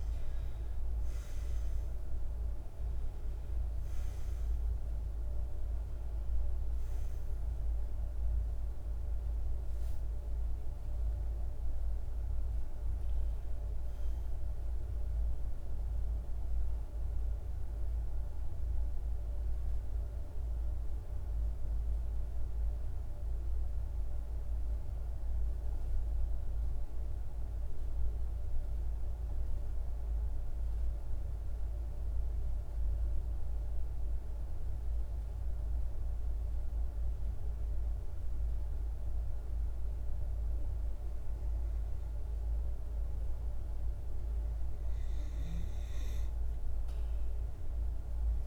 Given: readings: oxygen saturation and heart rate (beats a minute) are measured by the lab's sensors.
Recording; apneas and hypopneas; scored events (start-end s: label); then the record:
breathing in sleep, hard to hear, by a room microphone; 1
0.00-18.50 s: oxygen desaturation (device-marked, oxygen 89% lowest, heart rate 49 extreme)
15.00-43.50 s: mixed apnea (oxygen 96% before, 90% lowest, heart rate 60 before, 49 extreme, up 22 after)
36.50-48.47 s: oxygen desaturation (device-marked, oxygen 99% before, 90% lowest, heart rate 50 before, 48 extreme)
From the record:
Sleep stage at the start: N2 (light sleep); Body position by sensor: on the back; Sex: male